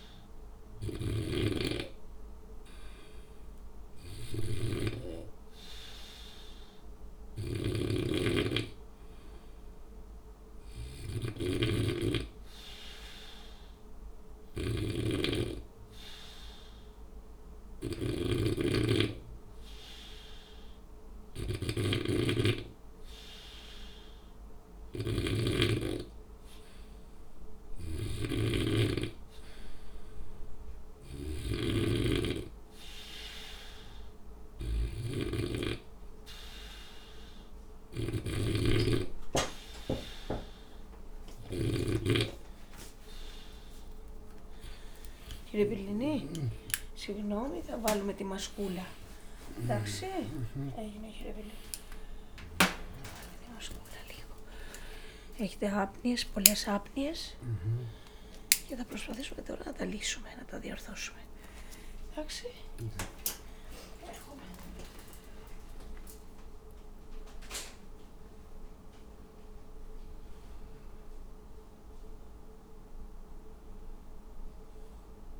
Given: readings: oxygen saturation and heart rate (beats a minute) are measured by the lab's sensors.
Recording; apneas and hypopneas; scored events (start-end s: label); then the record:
a person partly awake in a sleep study, by a room microphone; 1
0.00-35.50 s: snoring (device-marked)
11.00-24.50 s: hypopnea (oxygen 95% before, 92% lowest, heart rate 63 before, 62 extreme, up 1 after)
37.50-46.50 s: snoring (device-marked)
49.00-75.40 s: new sleep stage, awake
From the record:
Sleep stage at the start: N2 (light sleep); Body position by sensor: on the back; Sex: male